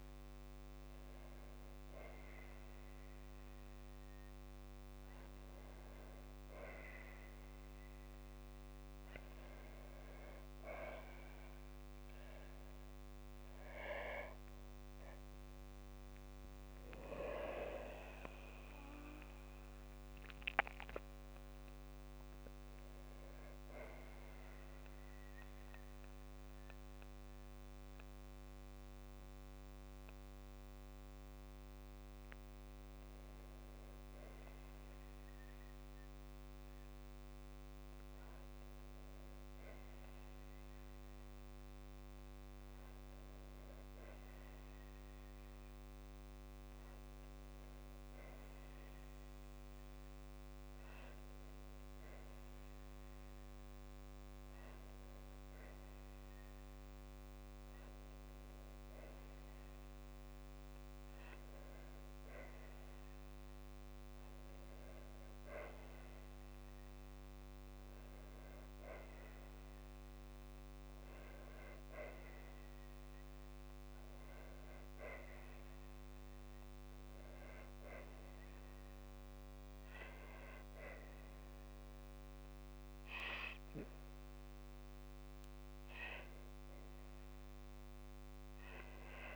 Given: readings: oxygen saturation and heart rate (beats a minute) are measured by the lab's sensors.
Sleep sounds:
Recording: breathing in sleep by a microphone on the trachea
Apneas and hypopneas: 1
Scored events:
13.00-17.00 s: arousal
19.50-89.36 s: new sleep stage, N2 (light sleep)
23.50-38.00 s: mixed apnea (oxygen 99% before, 96% lowest, heart rate 56 before, 53 extreme, up 2 after)
41.00-45.00 s: arousal
From the record:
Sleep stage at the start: N1 (lightest sleep)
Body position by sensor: on the back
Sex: female

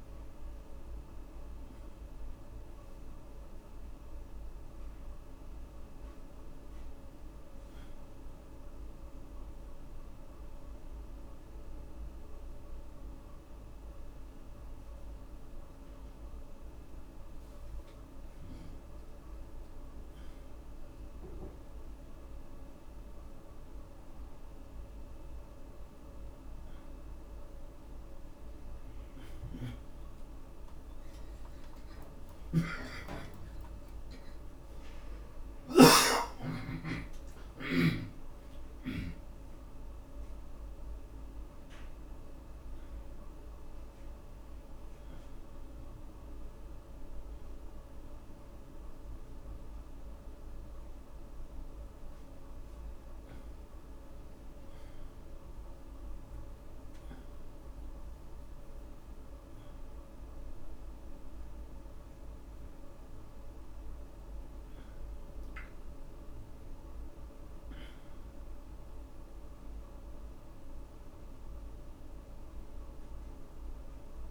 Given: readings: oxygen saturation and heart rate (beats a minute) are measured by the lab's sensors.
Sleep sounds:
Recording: a person awake in a sleep study, hard to hear, by a room microphone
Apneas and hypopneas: none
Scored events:
32.50-36.00 s: snoring (device-marked)
From the record:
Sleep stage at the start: awake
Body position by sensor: upright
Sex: male

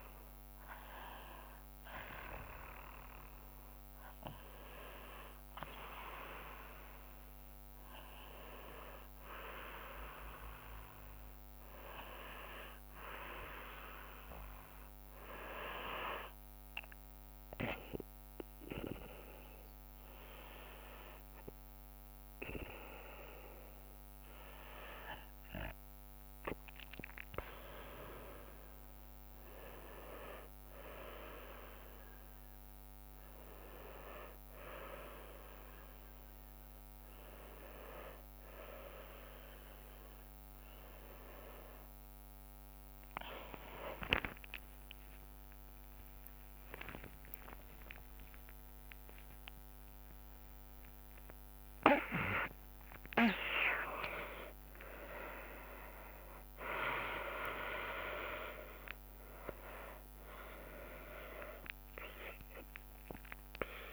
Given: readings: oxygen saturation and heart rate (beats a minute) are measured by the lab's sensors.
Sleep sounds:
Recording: a person partly awake in a sleep study, by a microphone on the trachea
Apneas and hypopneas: none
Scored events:
0.00-1.50 s: tachycardia (device-marked, heart rate 118 extreme)
0.00-13.50 s: drop in pulse transit time (device-marked, heart rate 84 extreme)
3.50-9.50 s: tachycardia (device-marked, heart rate 74 before, 105 extreme)
13.50-43.50 s: new sleep stage, N1 (lightest sleep)
33.50-37.50 s: tachycardia (device-marked, heart rate 76 before, 104 extreme)
40.50-58.50 s: tachycardia (device-marked, heart rate 76 before, 198 extreme)
43.50-63.93 s: new sleep stage, awake
59.50-63.93 s: tachycardia (device-marked, heart rate 78 before, 120 extreme)
62.50-63.93 s: drop in pulse transit time (device-marked, heart rate 132 before, 96 extreme)
From the record:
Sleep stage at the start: N2 (light sleep)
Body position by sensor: on the back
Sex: female

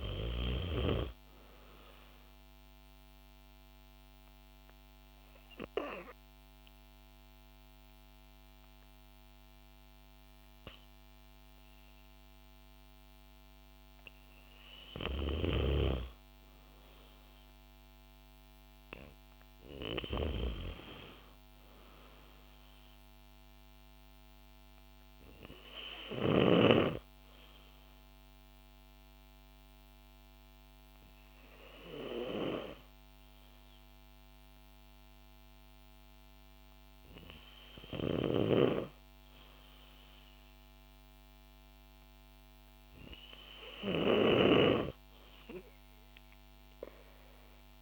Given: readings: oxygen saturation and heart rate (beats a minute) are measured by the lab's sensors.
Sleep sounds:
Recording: breathing in sleep by a microphone on the trachea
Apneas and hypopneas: 1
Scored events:
0.00-14.50 s: oxygen desaturation (device-marked, oxygen 93% lowest, heart rate 55 extreme)
2.50-13.00 s: obstructive apnea (oxygen 97% before, 93% lowest, heart rate 57 before, 55 extreme, up 4 after)
16.00-21.00 s: arousal
From the record:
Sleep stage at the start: N2 (light sleep)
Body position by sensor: on the back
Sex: female

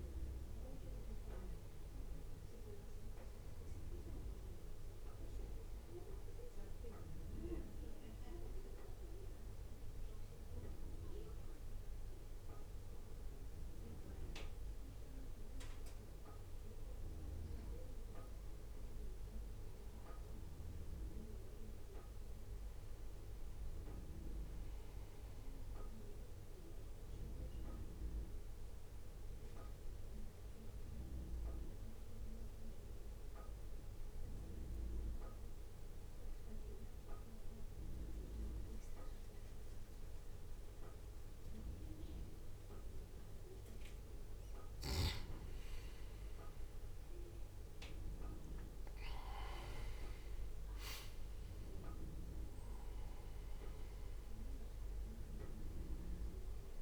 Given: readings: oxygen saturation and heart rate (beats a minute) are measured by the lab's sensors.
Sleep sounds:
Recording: breathing in sleep by a room microphone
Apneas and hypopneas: 2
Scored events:
0.00-8.00 s: drop in pulse transit time (device-marked, heart rate 54 extreme)
0.00-19.00 s: oxygen desaturation (device-marked, oxygen 91% lowest, heart rate 57 extreme)
7.00-18.00 s: obstructive apnea (oxygen 97% before, 91% lowest, heart rate 58 before, 57 extreme, up 1 after)
19.50-24.00 s: arousal
29.50-44.00 s: obstructive apnea (oxygen 97% before, 92% lowest, heart rate 61 before, 58 extreme, up 6 after)
46.00-50.50 s: arousal
48.00-56.82 s: drop in pulse transit time (device-marked, heart rate 60 before, 58 extreme)
48.00-56.82 s: oxygen desaturation (device-marked, oxygen 96% before, 92% lowest, heart rate 60 before, 58 extreme)
From the record:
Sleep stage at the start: N2 (light sleep)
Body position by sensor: on the back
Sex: male

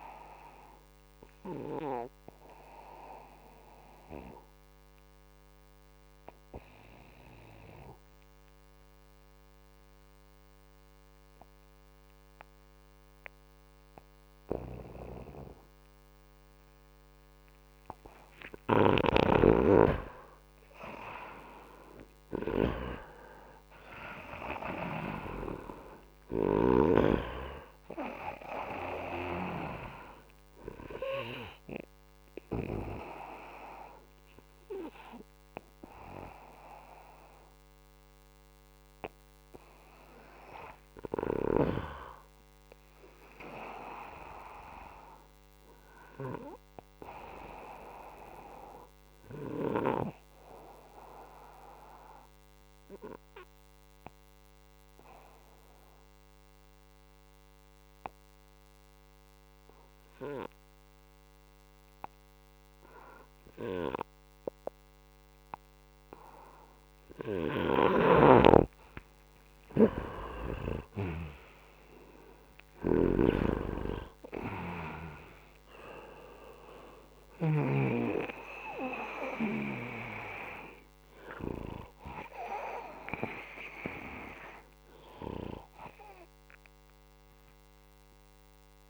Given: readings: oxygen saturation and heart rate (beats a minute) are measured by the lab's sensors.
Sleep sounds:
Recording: breathing in sleep by a microphone on the trachea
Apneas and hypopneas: 2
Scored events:
3.50-17.50 s: obstructive apnea (oxygen 94% before, 91% lowest, heart rate 71 before, 58 extreme, up 6 after)
19.00-22.50 s: arousal
52.50-66.00 s: hypopnea (oxygen 97% before, 90% lowest, heart rate 68 before, 63 extreme, up 16 after)
67.00-88.90 s: oxygen desaturation (device-marked, oxygen 98% before, 90% lowest, heart rate 65 before, 71 extreme)
67.50-77.50 s: snoring (device-marked)
81.00-88.90 s: new sleep stage, awake
From the record:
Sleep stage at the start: N2 (light sleep)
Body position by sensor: upright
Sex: male

